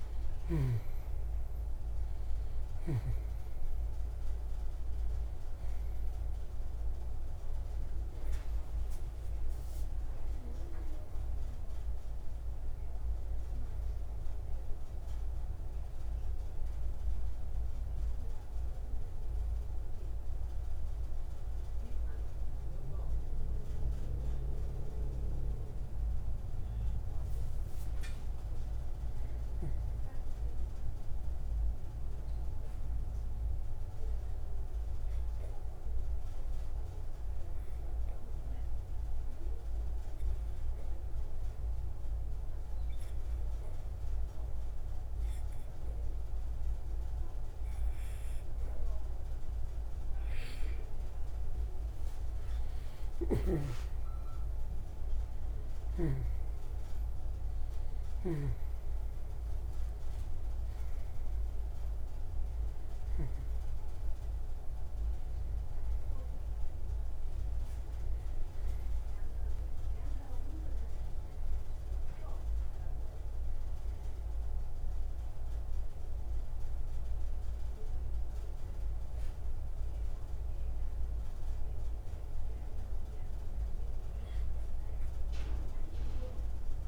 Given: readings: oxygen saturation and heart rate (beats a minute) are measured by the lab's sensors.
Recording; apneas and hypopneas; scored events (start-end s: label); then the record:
breathing in sleep, hard to hear, by a room microphone; 1
0.00-2.50 s: arousal
0.00-3.50 s: snoring (device-marked)
1.50-31.50 s: oxygen desaturation (device-marked, oxygen 98% before, 87% lowest)
35.50-50.00 s: obstructive apnea (oxygen 95% before, 89% lowest, heart rate 41 before, 86 extreme, up 41 after)
53.50-56.50 s: arousal
56.50-86.88 s: oxygen desaturation (device-marked, oxygen 97% before, 89% lowest, heart rate 113 before, 59 extreme)
From the record:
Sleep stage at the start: N2 (light sleep); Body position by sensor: on the right side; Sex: male